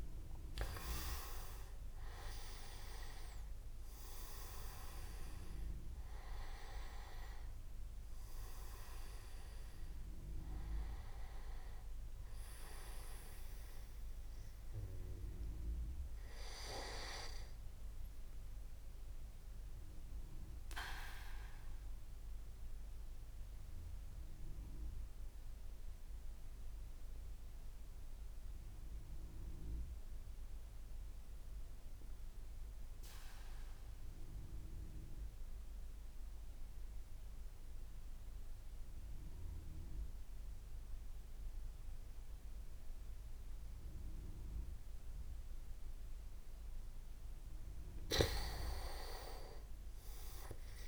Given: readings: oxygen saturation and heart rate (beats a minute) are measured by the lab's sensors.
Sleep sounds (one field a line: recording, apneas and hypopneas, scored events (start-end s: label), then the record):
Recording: breathing in sleep by a room microphone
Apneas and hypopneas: 1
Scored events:
0.00-13.00 s: oxygen desaturation (device-marked, oxygen 94% lowest)
19.50-45.50 s: mixed apnea (oxygen 98% before, 94% lowest, heart rate 44 before, 32 extreme, up 11 after)
48.00-50.88 s: arousal
From the record:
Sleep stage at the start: N2 (light sleep)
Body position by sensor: on the back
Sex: male